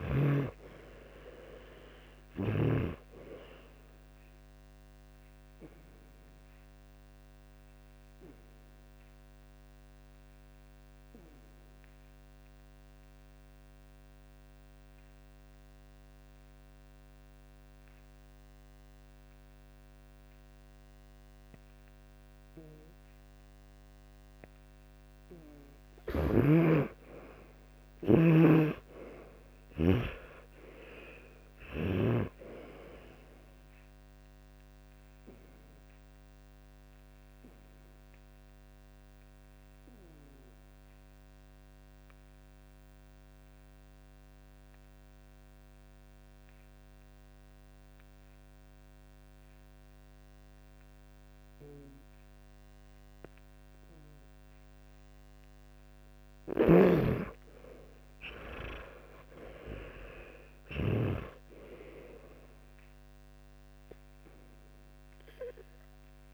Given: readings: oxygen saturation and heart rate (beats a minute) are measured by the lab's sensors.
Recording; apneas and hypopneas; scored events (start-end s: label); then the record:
breathing in sleep by a microphone on the trachea; 2
0.00-2.50 s: arousal
10.00-25.50 s: obstructive apnea (oxygen 97% before, 94% lowest, heart rate 72 before, 55 extreme, up 25 after)
26.00-30.00 s: snoring (device-marked)
26.00-35.00 s: oxygen desaturation (device-marked, oxygen 97% before, 94% lowest, heart rate 61 before, 57 extreme)
28.00-32.50 s: arousal
41.00-55.00 s: obstructive apnea (oxygen 98% before, 87% lowest, heart rate 66 before, 58 extreme, up 37 after)
56.50-61.00 s: snoring (device-marked)
58.00-62.00 s: arousal
From the record:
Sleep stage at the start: N2 (light sleep); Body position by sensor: on the back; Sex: male